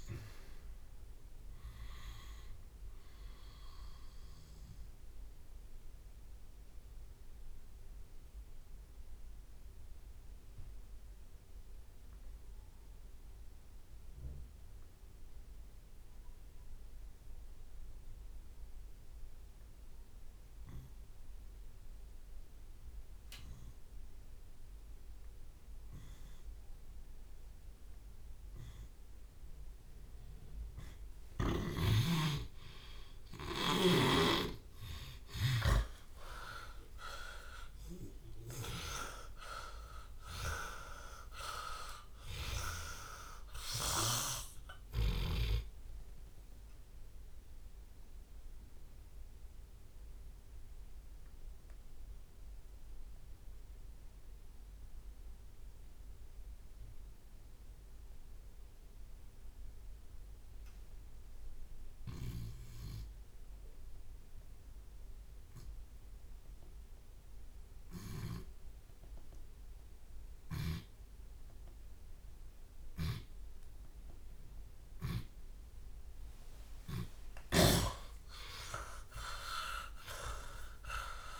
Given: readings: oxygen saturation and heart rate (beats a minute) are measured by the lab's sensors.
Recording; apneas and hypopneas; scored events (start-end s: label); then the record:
breathing in sleep by a room microphone; 2
0.00-4.50 s: tachycardia (device-marked, heart rate 138 extreme)
3.50-31.00 s: obstructive apnea (oxygen 97% before, 80% lowest)
11.50 s: drop in pulse transit time (device-marked)
12.50-14.50 s: long interval between heartbeats (device-marked, heart rate 104 before, 30 extreme)
17.50-32.50 s: oxygen desaturation (device-marked, oxygen 97% before, 80% lowest, heart rate 85 before, 38 extreme)
19.50-20.50 s: drop in pulse transit time (device-marked, heart rate 76 before, 49 extreme)
22.00-24.00 s: long interval between heartbeats (device-marked, heart rate 67 before, 66 extreme)
22.50-32.50 s: drop in pulse transit time (device-marked, heart rate 64 before, 66 extreme)
24.00-26.00 s: long interval between heartbeats (device-marked, heart rate 60 before, 76 extreme)
25.50-43.50 s: tachycardia (device-marked, heart rate 72 before, 158 extreme)
28.50-30.50 s: long interval between heartbeats (device-marked, heart rate 53 before, 110 extreme)
32.50-34.50 s: long interval between heartbeats (device-marked, heart rate 73 before, 151 extreme)
32.50-38.50 s: arousal
33.50-39.00 s: snoring (device-marked)
35.50-37.50 s: long interval between heartbeats (device-marked, heart rate 89 before, 143 extreme)
37.50-39.50 s: long interval between heartbeats (device-marked, heart rate 98 before, 120 extreme)
39.50-41.50 s: long interval between heartbeats (device-marked, heart rate 107 before, 125 extreme)
43.50-45.50 s: long interval between heartbeats (device-marked, heart rate 120 before, 105 extreme)
44.50-48.50 s: drop in pulse transit time (device-marked, heart rate 123 before, 70 extreme)
45.50-47.50 s: long interval between heartbeats (device-marked, heart rate 124 before, 88 extreme)
47.00-75.00 s: obstructive apnea (oxygen 98% before, 83% lowest, heart rate 125 before, 26 extreme)
47.50-49.50 s: long interval between heartbeats (device-marked, heart rate 125 before, 58 extreme)
49.50-51.50 s: long interval between heartbeats (device-marked, heart rate 121 before, 57 extreme)
53.50-69.50 s: oxygen desaturation (device-marked, oxygen 96% before, 84% lowest, heart rate 106 before, 32 extreme)
59.50-61.50 s: long interval between heartbeats (device-marked, heart rate 76 before, 32 extreme)
60.50-69.50 s: drop in pulse transit time (device-marked, heart rate 71 before, 49 extreme)
62.00-68.50 s: snoring (device-marked)
63.50-65.50 s: long interval between heartbeats (device-marked, heart rate 59 before, 62 extreme)
70.50-72.50 s: long interval between heartbeats (device-marked, heart rate 51 before, 49 extreme)
73.00-75.00 s: long interval between heartbeats (device-marked, heart rate 50 before, 48 extreme)
73.00-81.40 s: snoring (device-marked)
75.50-81.40 s: tachycardia (device-marked, heart rate 75 before, 129 extreme)
76.00-81.40 s: arousal
78.00-80.00 s: long interval between heartbeats (device-marked, heart rate 54 before, 97 extreme)
From the record:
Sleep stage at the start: N2 (light sleep); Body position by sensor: on the left side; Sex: male